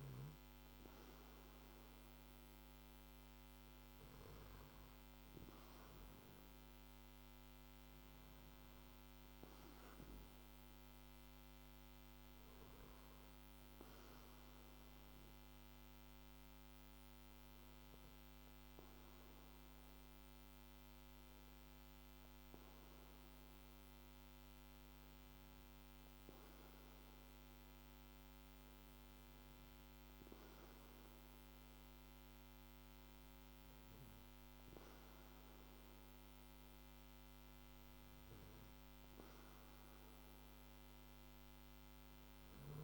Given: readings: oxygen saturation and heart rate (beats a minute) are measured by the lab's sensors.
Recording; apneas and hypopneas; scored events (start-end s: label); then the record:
breathing in sleep, hard to hear, by a microphone on the trachea; 1
15.50-38.00 s: hypopnea (oxygen 95% before, 94% lowest, heart rate 51 before, 49 extreme, up 2 after)
41.00-42.84 s: arousal
From the record:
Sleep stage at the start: N2 (light sleep); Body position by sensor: on the back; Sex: male